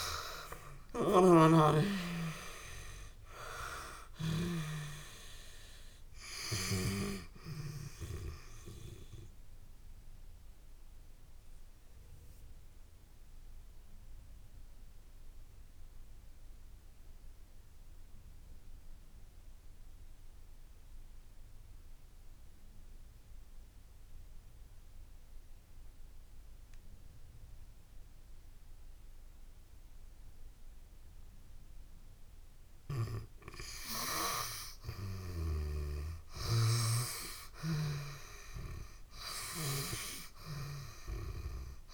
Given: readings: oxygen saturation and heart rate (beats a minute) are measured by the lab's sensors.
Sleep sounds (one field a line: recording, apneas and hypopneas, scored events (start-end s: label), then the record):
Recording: breathing in sleep by a room microphone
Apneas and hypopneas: 1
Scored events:
0.00-1.50 s: arousal
0.00-4.00 s: snoring (device-marked)
0.00-35.00 s: oxygen desaturation (device-marked, oxygen 80% lowest)
9.00-32.00 s: obstructive apnea (oxygen 97% before, 80% lowest)
35.50-39.50 s: arousal
From the record:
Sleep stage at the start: N2 (light sleep)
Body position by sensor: on the back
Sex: female